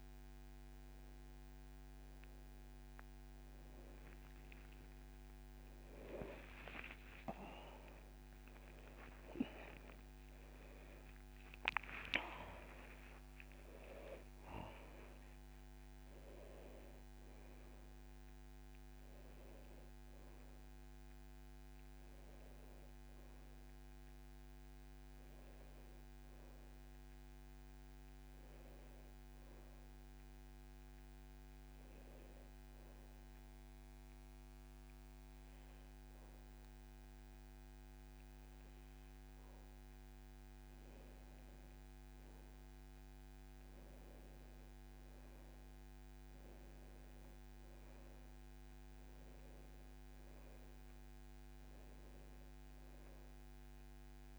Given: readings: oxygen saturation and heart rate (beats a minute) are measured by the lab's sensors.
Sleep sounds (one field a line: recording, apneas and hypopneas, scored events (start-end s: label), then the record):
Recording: breathing in sleep by a microphone on the trachea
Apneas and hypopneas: 1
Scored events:
0.00-21.00 s: oxygen desaturation (device-marked, oxygen 92% lowest, heart rate 73 extreme)
8.00-13.00 s: arousal
22.00-52.00 s: new sleep stage, N1 (lightest sleep)
30.50-41.00 s: hypopnea (oxygen 95% before, 93% lowest, heart rate 111 before, 71 extreme, up 2 after)
43.50-47.50 s: arousal
49.00-54.39 s: oxygen desaturation (device-marked, oxygen 99% before, 95% lowest, heart rate 75 before, 69 extreme)
52.00-54.39 s: new sleep stage, N2 (light sleep)
From the record:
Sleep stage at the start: N2 (light sleep)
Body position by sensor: on the back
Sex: male